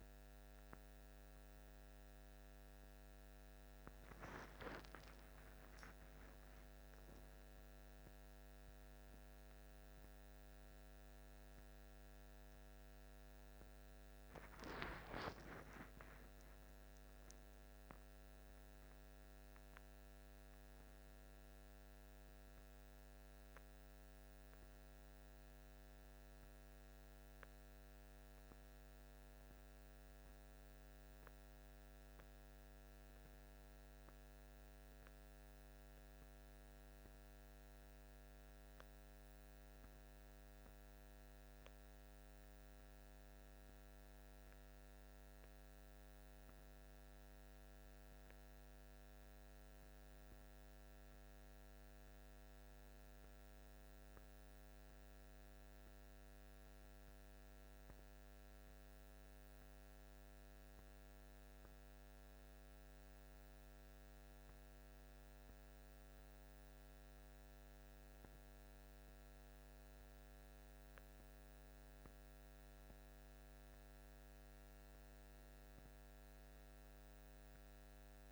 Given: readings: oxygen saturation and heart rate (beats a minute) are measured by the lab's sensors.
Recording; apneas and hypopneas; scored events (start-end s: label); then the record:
a person awake in a sleep study, hard to hear, by a microphone on the trachea; none
none scored
From the record:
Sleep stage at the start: awake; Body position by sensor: on the back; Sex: male